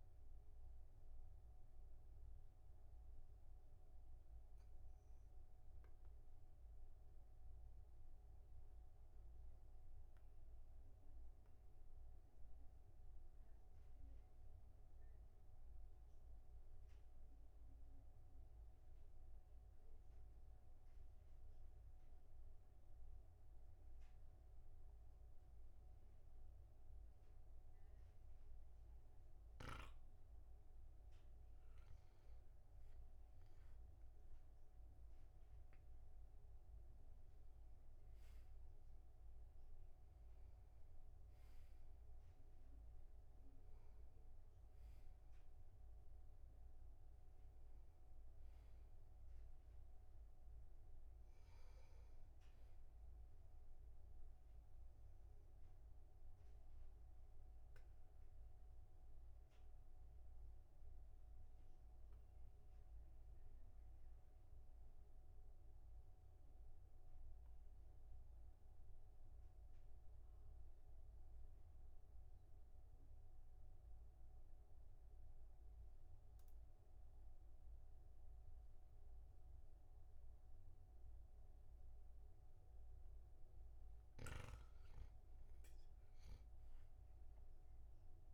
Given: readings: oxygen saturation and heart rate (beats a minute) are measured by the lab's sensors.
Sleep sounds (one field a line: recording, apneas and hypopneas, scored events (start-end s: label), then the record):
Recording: breathing in sleep, hard to hear, by a room microphone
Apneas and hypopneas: 2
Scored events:
1.50-14.50 s: oxygen desaturation (device-marked, oxygen 98% before, 95% lowest, heart rate 49 before, 42 extreme)
1.50-31.50 s: obstructive apnea (oxygen 99% before, 95% lowest, heart rate 49 before, 42 extreme, up 7 after)
33.50-37.00 s: arousal
54.50-84.00 s: obstructive apnea (oxygen 99% before, 95% lowest, heart rate 52 before, 38 extreme, up 14 after)
86.00-88.33 s: arousal
From the record:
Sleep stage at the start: N2 (light sleep)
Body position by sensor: on the back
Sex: male